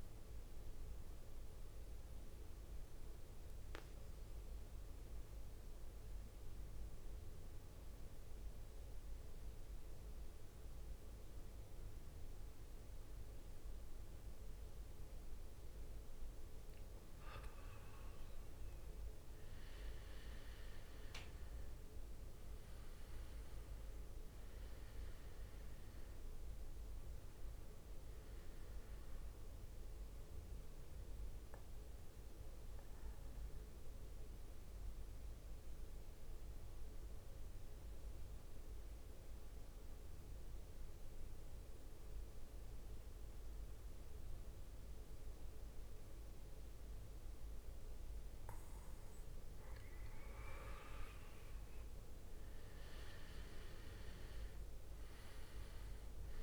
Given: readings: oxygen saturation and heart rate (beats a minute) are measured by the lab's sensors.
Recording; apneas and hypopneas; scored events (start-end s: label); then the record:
breathing in sleep, hard to hear, by a room microphone; 2
0.00-1.00 s: drop in pulse transit time (device-marked, heart rate 58 before, 61 extreme)
0.00-6.00 s: oxygen desaturation (device-marked, oxygen 98% before, 91% lowest, heart rate 60 before, 54 extreme)
1.00-17.00 s: mixed apnea (oxygen 98% before, 91% lowest, heart rate 67 before, 53 extreme, up 14 after)
19.50-24.00 s: arousal
22.00-40.00 s: oxygen desaturation (device-marked, oxygen 98% before, 94% lowest, heart rate 58 before, 53 extreme)
30.50-49.50 s: mixed apnea (oxygen 98% before, 92% lowest, heart rate 62 before, 53 extreme, up 16 after)
49.00-56.43 s: oxygen desaturation (device-marked, oxygen 98% before, 92% lowest, heart rate 57 before, 53 extreme)
51.50-55.00 s: arousal
From the record:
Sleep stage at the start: N2 (light sleep); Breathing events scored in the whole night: 285 in 4.2 hours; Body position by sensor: on the back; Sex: male